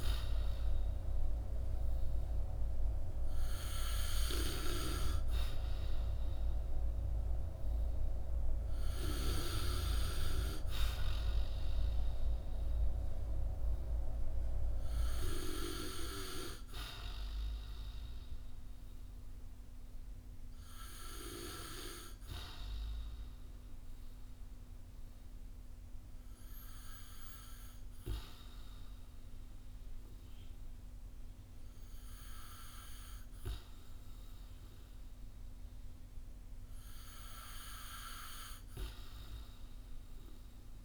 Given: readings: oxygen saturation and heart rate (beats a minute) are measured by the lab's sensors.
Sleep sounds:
breathing in sleep by a room microphone; none
none scored
From the record:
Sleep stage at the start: N2 (light sleep); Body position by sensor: on the back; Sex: male

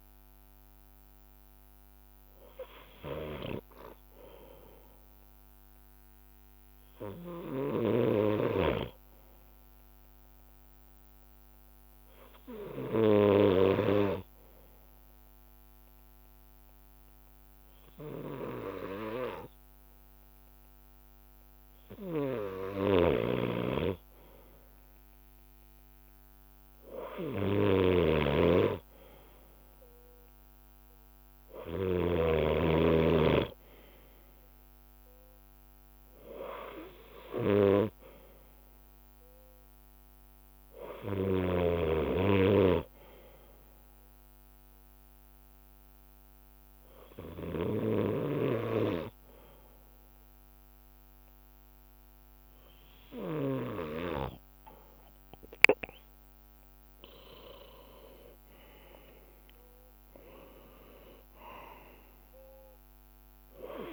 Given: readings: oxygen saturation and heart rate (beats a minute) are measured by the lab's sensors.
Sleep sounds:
breathing in sleep by a microphone on the trachea; 2
0.00-3.50 s: leg movement (device-marked)
0.00-56.00 s: bradycardia (device-marked, heart rate 45 extreme)
5.00-7.00 s: long interval between heartbeats (device-marked, heart rate 60 before, 54 extreme)
8.50-17.00 s: leg movement (device-marked)
9.00-34.00 s: drop in pulse transit time (device-marked, heart rate 59 before, 46 extreme)
11.50-22.00 s: hypopnea (oxygen 98% before, 95% lowest, heart rate 57 before, 47 extreme, up 1 after)
17.50-25.00 s: leg movement (device-marked)
22.50-24.50 s: long interval between heartbeats (device-marked, heart rate 52 before, 55 extreme)
22.50-32.00 s: snoring (device-marked)
23.00-27.00 s: arousal
26.00-28.50 s: leg movement (device-marked)
44.00-55.50 s: hypopnea (oxygen 98% before, 95% lowest, heart rate 54 before, 54 extreme, up 9 after)
57.50-61.00 s: arousal
58.00-63.00 s: leg movement (device-marked)
From the record:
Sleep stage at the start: N2 (light sleep); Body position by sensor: on the left side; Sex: male

